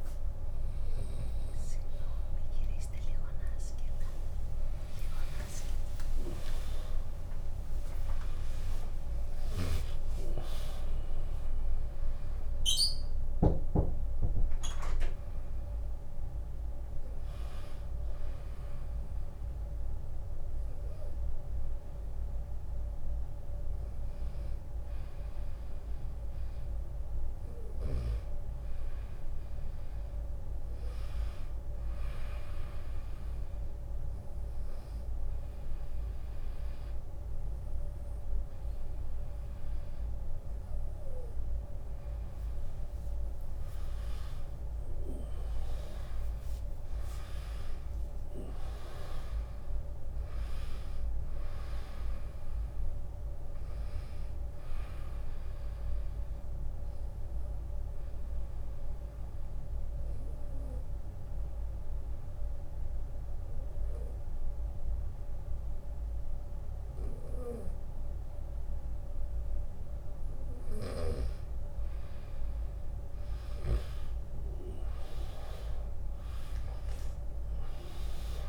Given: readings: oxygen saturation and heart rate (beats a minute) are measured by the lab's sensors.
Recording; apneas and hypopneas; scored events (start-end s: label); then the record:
breathing in sleep by a room microphone; 2
4.50-8.50 s: arousal
4.50-22.50 s: drop in pulse transit time (device-marked, heart rate 79 before, 76 extreme)
33.50-44.00 s: obstructive apnea (oxygen 97% before, 93% lowest, heart rate 82 before, 66 extreme, up 22 after)
45.50-49.50 s: arousal
46.50-56.50 s: drop in pulse transit time (device-marked, heart rate 75 before, 69 extreme)
56.00-69.50 s: obstructive apnea (oxygen 99% before, 93% lowest, heart rate 78 before, 71 extreme, up 8 after)
71.50-75.50 s: arousal
75.50-78.49 s: drop in pulse transit time (device-marked, heart rate 75 before, 73 extreme)
From the record:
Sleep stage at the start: N2 (light sleep); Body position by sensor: on the right side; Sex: male